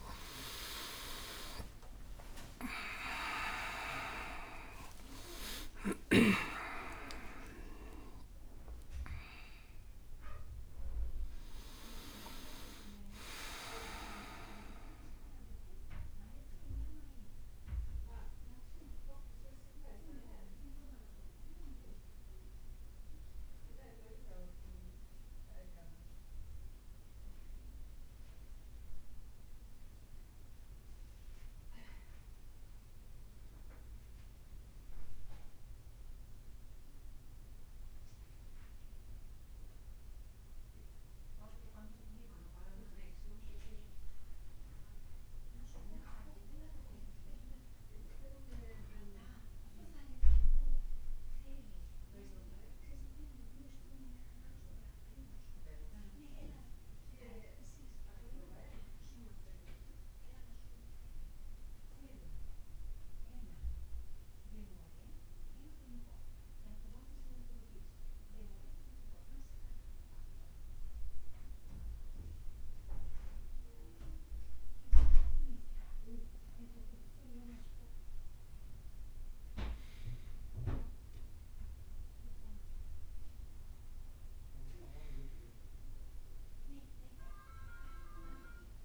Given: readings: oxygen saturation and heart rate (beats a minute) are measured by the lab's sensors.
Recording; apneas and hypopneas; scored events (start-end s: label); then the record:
breathing in sleep by a room microphone; 1
0.00-9.00 s: leg movement (device-marked)
0.50-6.00 s: arousal
1.00-3.00 s: long interval between heartbeats (device-marked, heart rate 59 before, 68 extreme)
1.00-8.00 s: tachycardia (device-marked, heart rate 56 before, 109 extreme)
3.00-5.00 s: long interval between heartbeats (device-marked, heart rate 60 before, 86 extreme)
56.00-86.00 s: new sleep stage, N2 (light sleep)
56.50-60.50 s: arousal
63.50-77.00 s: central apnea (oxygen 99% before, 94% lowest, heart rate 56 before, 52 extreme, up 2 after)
79.00-83.50 s: arousal
86.00-88.85 s: new sleep stage, N1 (lightest sleep)
From the record:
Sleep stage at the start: N1 (lightest sleep); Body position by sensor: on the back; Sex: male